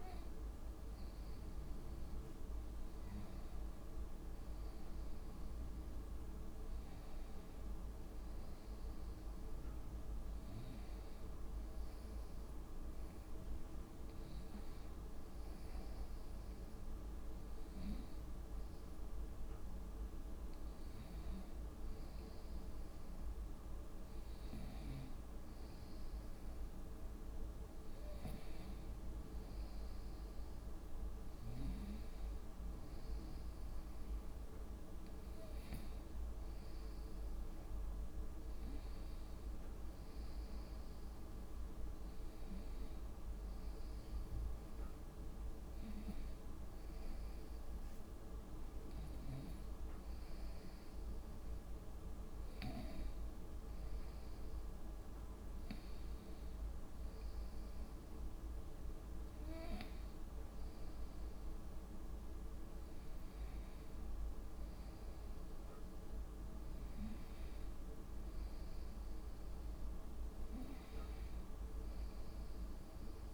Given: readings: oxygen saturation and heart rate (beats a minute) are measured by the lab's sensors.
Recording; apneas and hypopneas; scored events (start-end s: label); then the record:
a person awake in a sleep study, hard to hear, by a room microphone; none
9.50-23.50 s: oxygen desaturation (device-marked, oxygen 95% before, 91% lowest, heart rate 65 before, 65 extreme)
From the record:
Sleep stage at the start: awake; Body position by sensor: on the right side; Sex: female